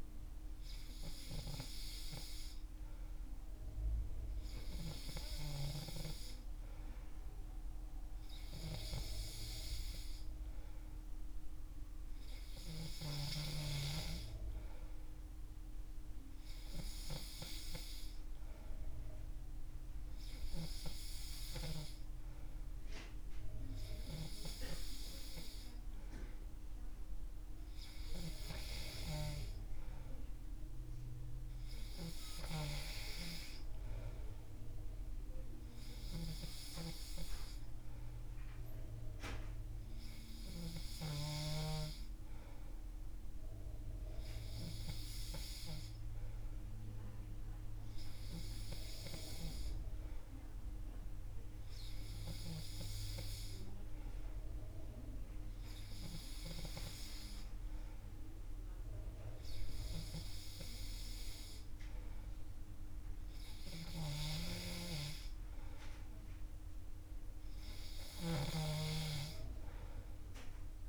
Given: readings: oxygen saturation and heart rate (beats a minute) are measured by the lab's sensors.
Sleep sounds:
breathing in sleep by a room microphone; none
67.00-70.89 s: snoring (device-marked)
From the record:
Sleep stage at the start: N3 (deep sleep); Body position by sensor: on the back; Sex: male

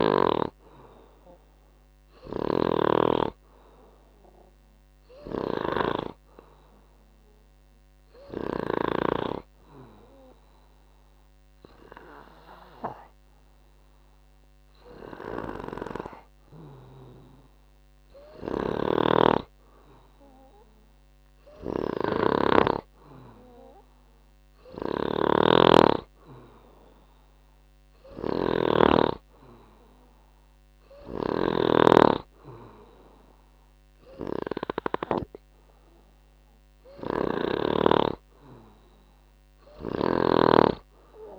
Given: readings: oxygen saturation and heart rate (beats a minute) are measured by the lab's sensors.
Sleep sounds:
breathing in sleep by a microphone on the trachea; 1
0.00-23.00 s: oxygen desaturation (device-marked, oxygen 91% lowest, heart rate 62 extreme)
4.00-18.00 s: obstructive apnea (oxygen 98% before, 91% lowest, heart rate 68 before, 62 extreme, up 6 after)
18.50-31.50 s: snoring (device-marked)
21.00-25.00 s: arousal
40.00-41.39 s: snoring (device-marked)
From the record:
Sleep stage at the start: N2 (light sleep); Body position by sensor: on the back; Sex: male

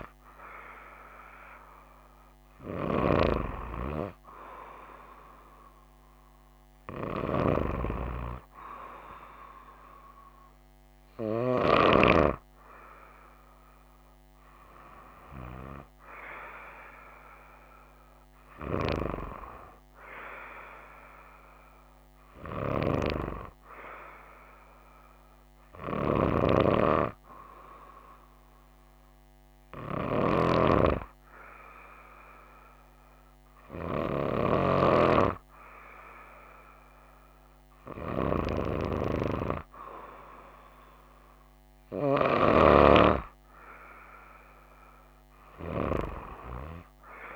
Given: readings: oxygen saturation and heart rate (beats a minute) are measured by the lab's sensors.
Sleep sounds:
breathing in sleep by a microphone on the trachea; none
none scored
From the record:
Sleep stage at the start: N2 (light sleep); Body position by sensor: on the right side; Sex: female

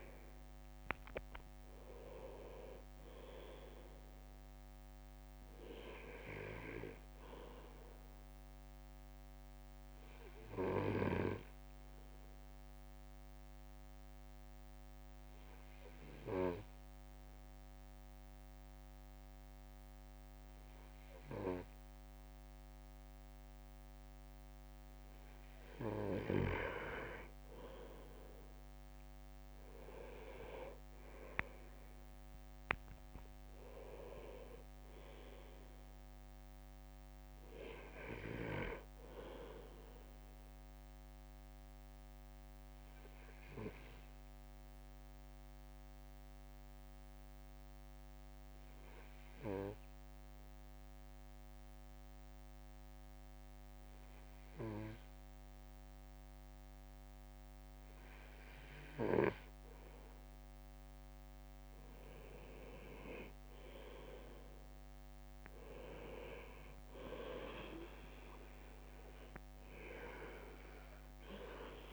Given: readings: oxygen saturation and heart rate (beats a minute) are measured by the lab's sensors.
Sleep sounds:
breathing in sleep by a microphone on the trachea; 2
9.50-25.50 s: obstructive apnea (oxygen 99% before, 97% lowest)
29.50-33.00 s: arousal
29.50-33.50 s: leg movement (device-marked)
40.50-60.00 s: obstructive apnea (oxygen 98% before, 97% lowest)
63.50-65.50 s: leg movement (device-marked)
63.50-67.00 s: arousal
From the record:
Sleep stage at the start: N2 (light sleep); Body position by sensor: on the right side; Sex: male

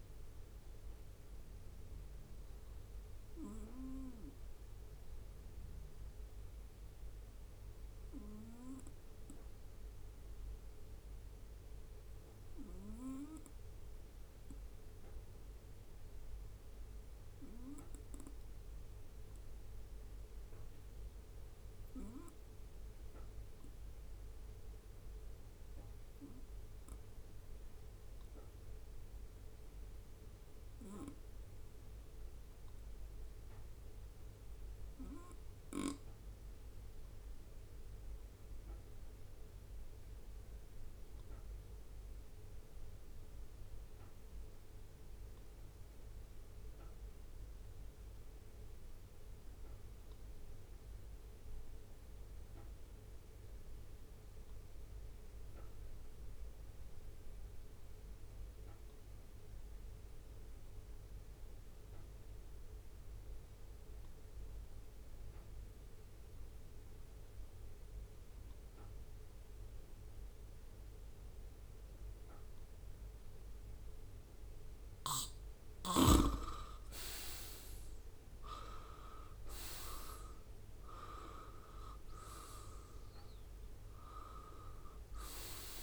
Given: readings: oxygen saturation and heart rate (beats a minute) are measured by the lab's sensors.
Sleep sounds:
breathing in sleep by a room microphone; 1
1.00-72.50 s: obstructive apnea (oxygen 99% before, 78% lowest, heart rate 67 before, 64 extreme, up 7 after)
29.50-85.82 s: oxygen desaturation (device-marked, oxygen 98% before, 85% lowest, heart rate 68 before, 64 extreme)
77.50-83.00 s: arousal
82.00-83.50 s: leg movement (device-marked)
From the record:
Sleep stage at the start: REM sleep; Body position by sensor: on the right side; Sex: male

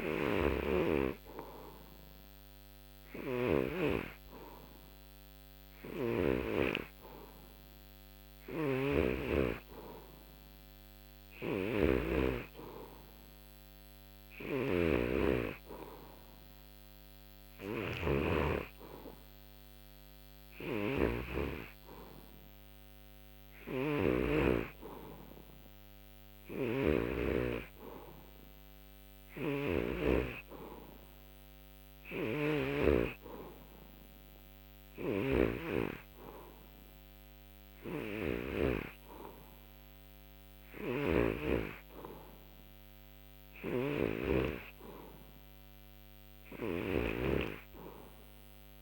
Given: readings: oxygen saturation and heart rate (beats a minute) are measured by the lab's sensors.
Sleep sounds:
breathing in sleep by a microphone on the trachea; none
0.00-3.50 s: snoring (device-marked)
5.50-27.00 s: snoring (device-marked)
29.00-47.00 s: snoring (device-marked)
From the record:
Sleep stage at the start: N3 (deep sleep); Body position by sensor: on the back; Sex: male

